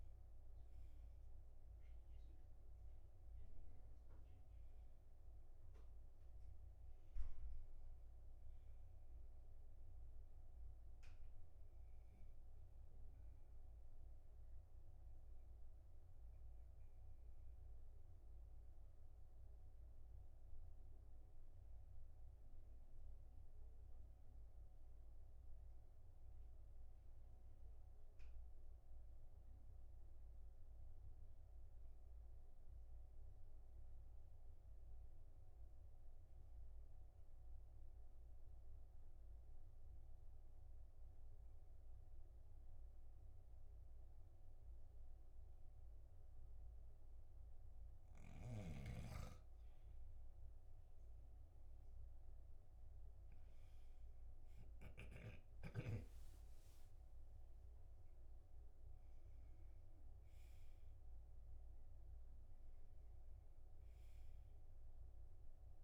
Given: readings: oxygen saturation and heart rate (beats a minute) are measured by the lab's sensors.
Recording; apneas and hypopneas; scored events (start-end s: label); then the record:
breathing in sleep, hard to hear, by a room microphone; 1
13.00-47.00 s: mixed apnea (oxygen 99% before, 93% lowest, heart rate 47 before, 36 extreme, up 21 after)
19.00-30.00 s: oxygen desaturation (device-marked, oxygen 98% before, 95% lowest, heart rate 47 before, 36 extreme)
51.50-57.00 s: arousal
From the record:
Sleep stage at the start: N2 (light sleep); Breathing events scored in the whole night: 175 in 2.9 hours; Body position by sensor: on the back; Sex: male